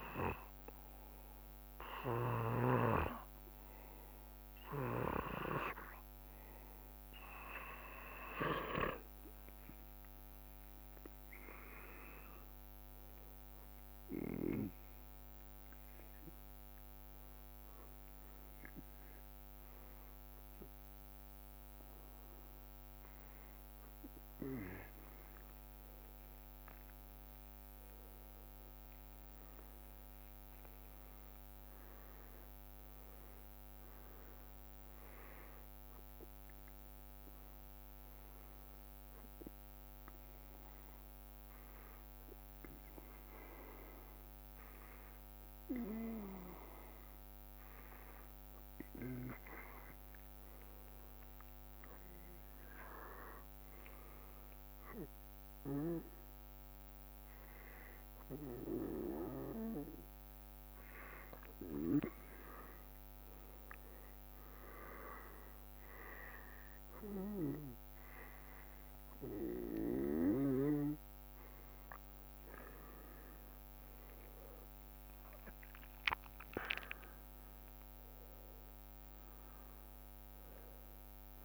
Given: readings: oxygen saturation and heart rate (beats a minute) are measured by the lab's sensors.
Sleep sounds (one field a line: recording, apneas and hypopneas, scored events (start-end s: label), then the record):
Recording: breathing in sleep by a microphone on the trachea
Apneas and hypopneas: none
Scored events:
9.50-20.50 s: drop in pulse transit time (device-marked, heart rate 58 before, 56 extreme)
10.00-14.00 s: arousal
73.50-78.50 s: arousal
75.50-77.50 s: long interval between heartbeats (device-marked, heart rate 58 before, 69 extreme)
76.50-81.45 s: drop in pulse transit time (device-marked, heart rate 59 before, 55 extreme)
From the record:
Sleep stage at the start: N2 (light sleep)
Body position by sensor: on the back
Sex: male